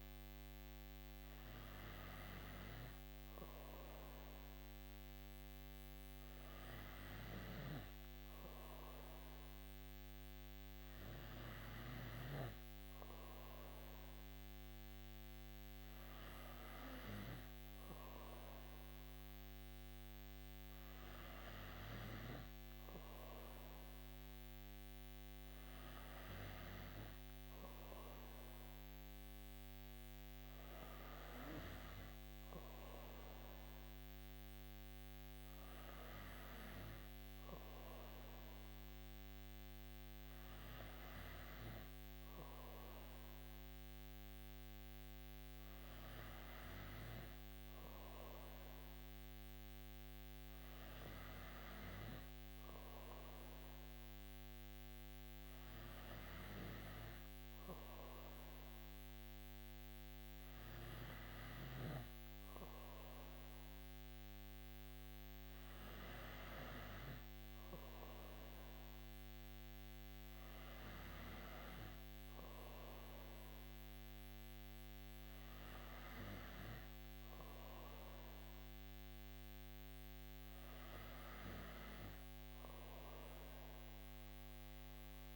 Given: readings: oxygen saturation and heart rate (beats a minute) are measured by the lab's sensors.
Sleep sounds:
breathing in sleep, hard to hear, by a microphone on the trachea; none
16.00-85.36 s: new sleep stage, N3 (deep sleep)
From the record:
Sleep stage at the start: N2 (light sleep); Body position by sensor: on the right side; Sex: female

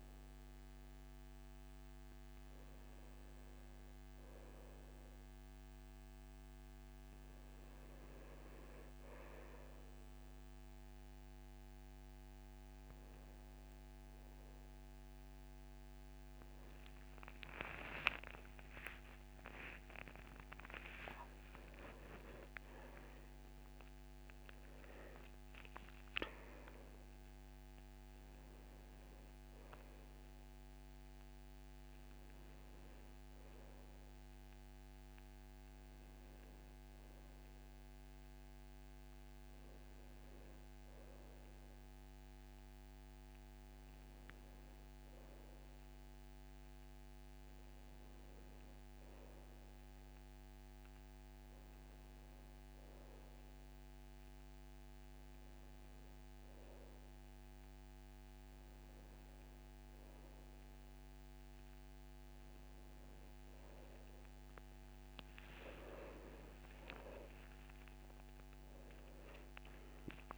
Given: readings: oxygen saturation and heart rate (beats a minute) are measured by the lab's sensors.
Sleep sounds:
a person awake in a sleep study, by a microphone on the trachea; none
none scored
From the record:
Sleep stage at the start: awake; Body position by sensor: on the back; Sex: male

